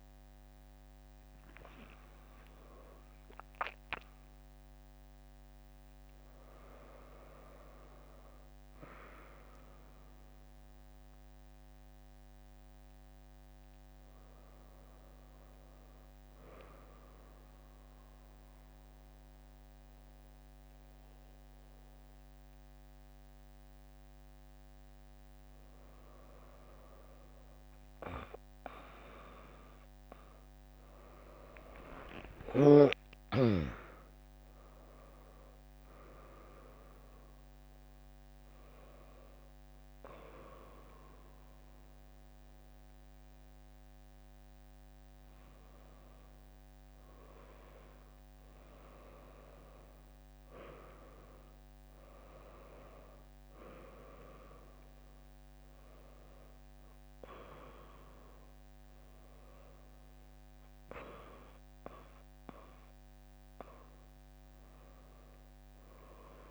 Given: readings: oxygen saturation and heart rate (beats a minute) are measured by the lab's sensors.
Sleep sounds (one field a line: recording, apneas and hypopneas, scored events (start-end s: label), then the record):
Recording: a person partly awake in a sleep study, by a microphone on the trachea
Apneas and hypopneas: none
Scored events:
3.00-66.50 s: new sleep stage, N1 (lightest sleep)
33.50-37.00 s: arousal
39.00-50.00 s: drop in pulse transit time (device-marked, heart rate 69 before, 74 extreme)
64.50-66.50 s: arousal
From the record:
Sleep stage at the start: awake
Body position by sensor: on the back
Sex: female